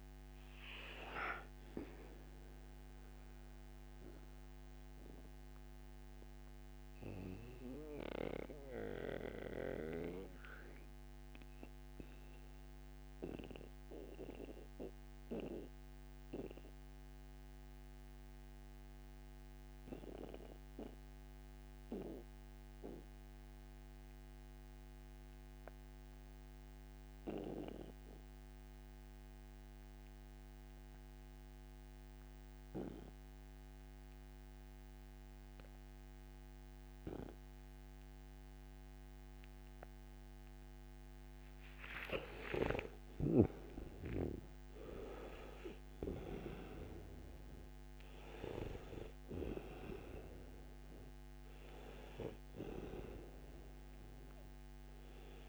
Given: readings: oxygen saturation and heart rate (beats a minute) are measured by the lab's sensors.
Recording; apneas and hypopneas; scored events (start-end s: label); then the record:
breathing in sleep by a microphone on the trachea; 1
0.00-22.50 s: oxygen desaturation (device-marked, oxygen 77% lowest, heart rate 58 extreme)
3.00-40.50 s: mixed apnea (oxygen 97% before, 77% lowest, heart rate 67 before, 58 extreme, up 7 after)
38.50-55.49 s: oxygen desaturation (device-marked, oxygen 99% before, 80% lowest, heart rate 63 before, 58 extreme)
41.50-46.50 s: arousal
From the record:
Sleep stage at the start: N2 (light sleep); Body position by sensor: on the right side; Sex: male